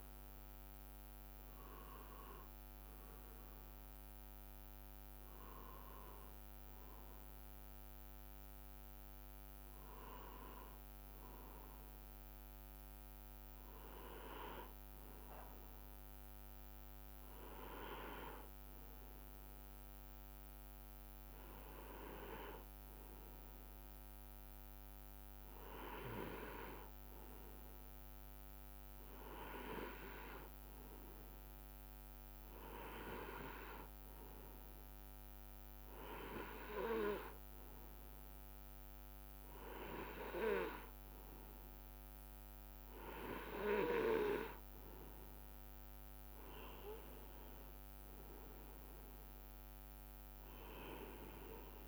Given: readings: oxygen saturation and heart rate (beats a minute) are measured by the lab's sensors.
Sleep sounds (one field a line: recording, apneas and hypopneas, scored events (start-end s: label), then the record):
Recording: breathing in sleep by a microphone on the trachea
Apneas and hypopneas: none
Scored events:
none scored
From the record:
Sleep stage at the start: N2 (light sleep)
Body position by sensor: on the right side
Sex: male